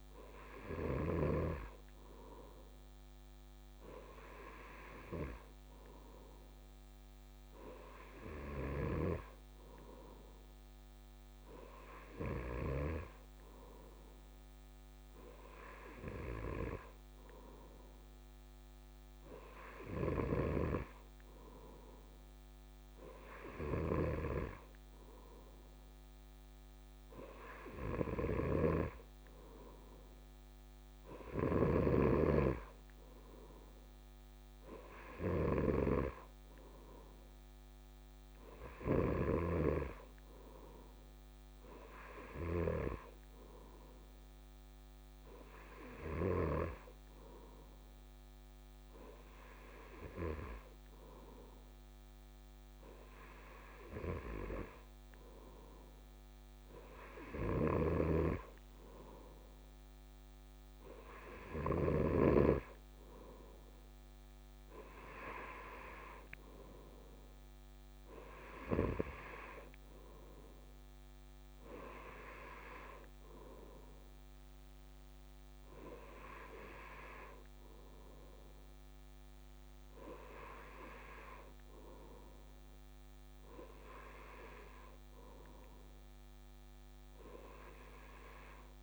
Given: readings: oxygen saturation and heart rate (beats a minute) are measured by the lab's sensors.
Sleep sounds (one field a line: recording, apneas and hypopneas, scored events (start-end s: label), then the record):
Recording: breathing in sleep by a microphone on the trachea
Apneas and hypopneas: none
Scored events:
20.50-40.00 s: snoring (device-marked)
58.00-62.50 s: snoring (device-marked)
From the record:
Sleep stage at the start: N2 (light sleep)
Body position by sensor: on the right side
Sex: male